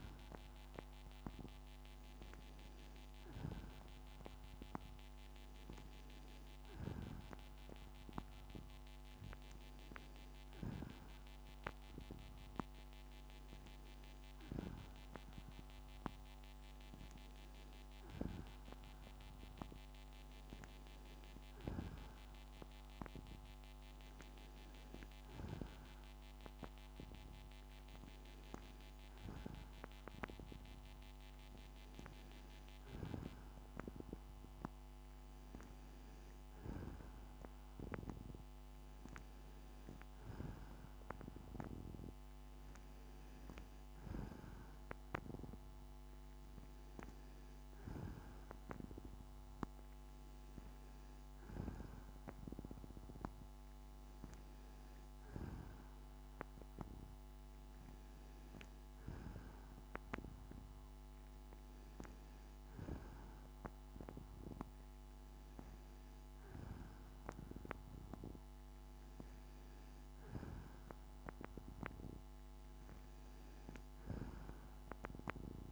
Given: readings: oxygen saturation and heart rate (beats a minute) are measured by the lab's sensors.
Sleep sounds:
breathing in sleep by a microphone on the trachea; none
none scored
From the record:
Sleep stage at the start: N2 (light sleep); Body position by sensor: on the back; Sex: female

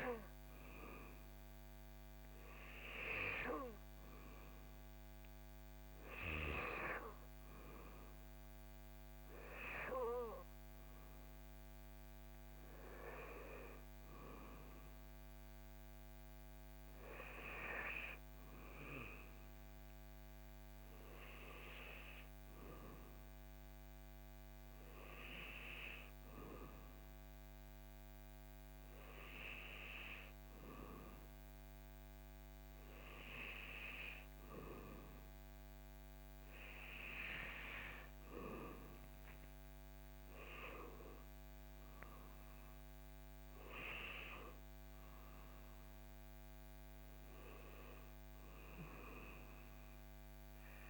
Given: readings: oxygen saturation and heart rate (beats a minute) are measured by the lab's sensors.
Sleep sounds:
breathing in sleep by a microphone on the trachea; none
none scored
From the record:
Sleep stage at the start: N2 (light sleep); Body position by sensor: on the back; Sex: male

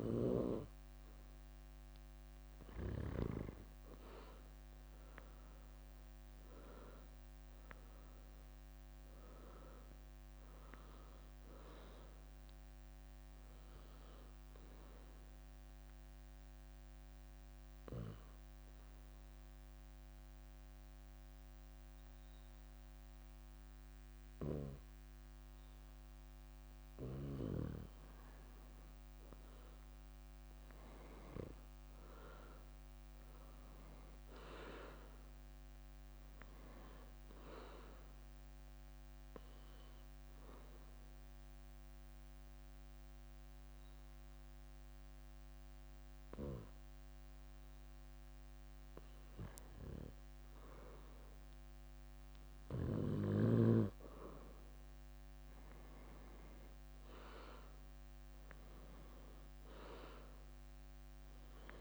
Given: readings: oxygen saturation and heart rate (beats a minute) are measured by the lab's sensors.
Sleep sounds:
breathing in sleep by a microphone on the trachea; 2
2.50-9.50 s: leg movement (device-marked)
4.50-9.50 s: arousal
5.50-27.50 s: oxygen desaturation (device-marked, oxygen 97% before, 90% lowest, heart rate 62 before, 55 extreme)
12.50-24.50 s: bradycardia (device-marked, heart rate 65 before, 55 extreme)
15.50-28.00 s: obstructive apnea (oxygen 97% before, 90% lowest, heart rate 67 before, 57 extreme, up 13 after)
29.50-33.00 s: arousal
37.50-46.50 s: bradycardia (device-marked, heart rate 65 before, 57 extreme)
37.50-49.50 s: hypopnea (oxygen 98% before, 90% lowest, heart rate 62 before, 57 extreme, up 12 after)
37.50-51.50 s: oxygen desaturation (device-marked, oxygen 98% before, 93% lowest, heart rate 62 before, 57 extreme)
55.50-59.00 s: arousal
58.00-61.81 s: leg movement (device-marked)
58.50-61.81 s: oxygen desaturation (device-marked, oxygen 98% before, 93% lowest, heart rate 62 before, 57 extreme)
From the record:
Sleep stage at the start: N2 (light sleep); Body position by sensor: on the back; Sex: female

